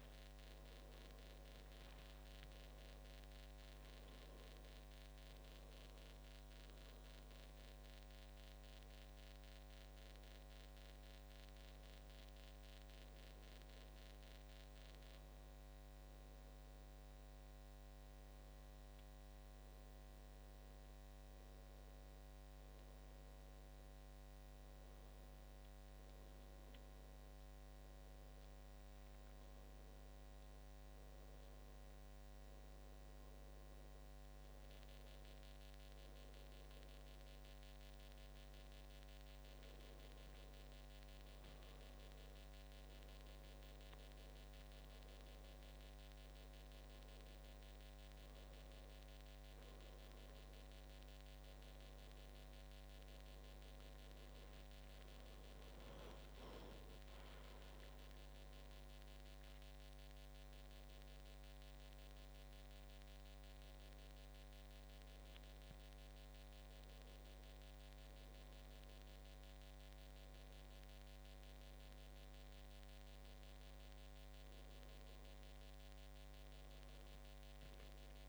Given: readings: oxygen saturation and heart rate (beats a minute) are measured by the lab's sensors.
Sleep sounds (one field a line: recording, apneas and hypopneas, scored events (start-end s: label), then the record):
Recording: breathing in sleep, hard to hear, by a microphone on the trachea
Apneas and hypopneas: none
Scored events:
none scored
From the record:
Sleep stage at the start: N2 (light sleep)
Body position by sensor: on the back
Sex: male